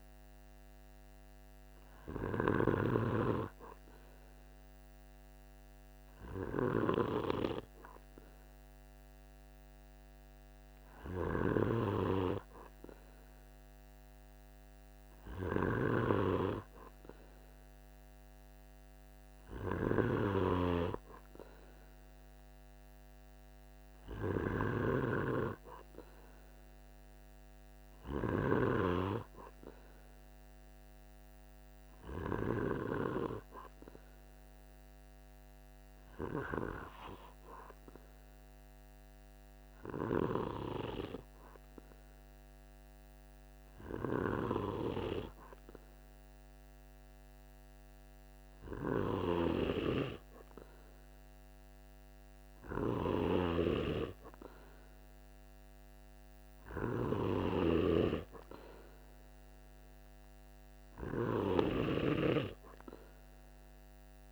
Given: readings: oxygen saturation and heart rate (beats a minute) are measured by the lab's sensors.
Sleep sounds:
breathing in sleep by a microphone on the trachea; none
0.00-2.50 s: snoring (device-marked)
10.50-15.50 s: snoring (device-marked)
23.50-28.00 s: snoring (device-marked)
From the record:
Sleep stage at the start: N2 (light sleep); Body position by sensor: on the back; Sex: male

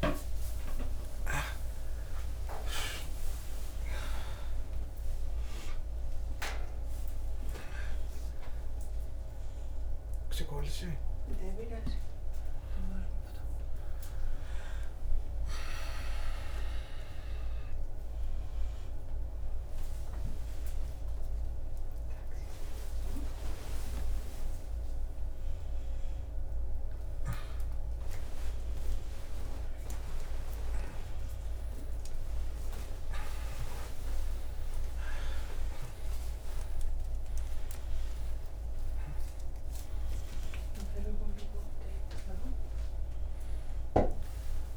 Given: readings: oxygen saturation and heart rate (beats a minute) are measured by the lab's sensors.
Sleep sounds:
a person awake in a sleep study, by a room microphone; none
none scored
From the record:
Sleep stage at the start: awake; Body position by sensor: on the back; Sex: male

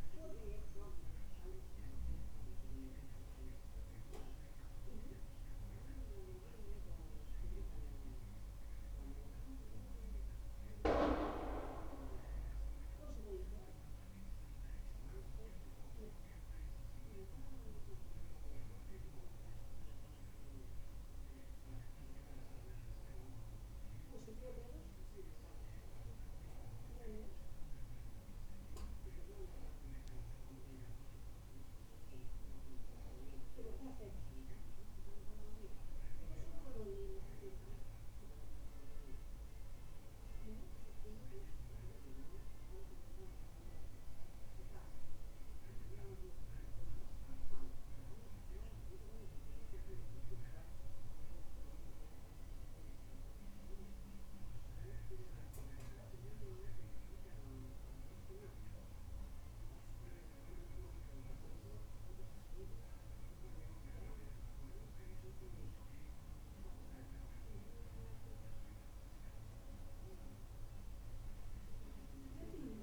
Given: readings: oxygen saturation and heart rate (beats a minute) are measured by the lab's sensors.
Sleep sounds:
breathing in sleep by a room microphone; 1
1.50-14.50 s: hypopnea (oxygen 96% before, 96% lowest)
16.50-20.00 s: arousal
From the record:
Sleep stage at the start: N2 (light sleep); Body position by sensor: on the back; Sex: male

